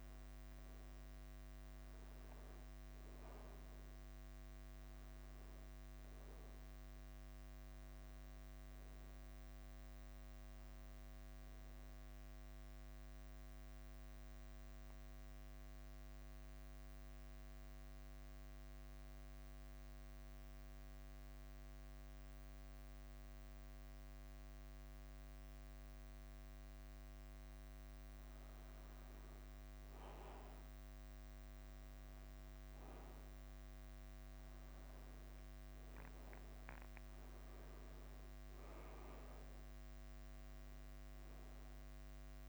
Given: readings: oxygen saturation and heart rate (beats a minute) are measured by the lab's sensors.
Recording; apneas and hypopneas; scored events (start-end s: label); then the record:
breathing in sleep, hard to hear, by a microphone on the trachea; 1
0.00-2.50 s: oxygen desaturation (device-marked, oxygen 93% lowest, heart rate 45 extreme)
0.00-42.48 s: bradycardia (device-marked, heart rate 45 extreme)
7.00-10.50 s: arousal
8.50-26.50 s: oxygen desaturation (device-marked, oxygen 95% before, 91% lowest, heart rate 57 before, 50 extreme)
13.50-27.00 s: central apnea (oxygen 98% before, 91% lowest, heart rate 55 before, 50 extreme, up 2 after)
29.50-33.50 s: arousal
From the record:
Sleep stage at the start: N2 (light sleep); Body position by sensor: on the back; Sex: male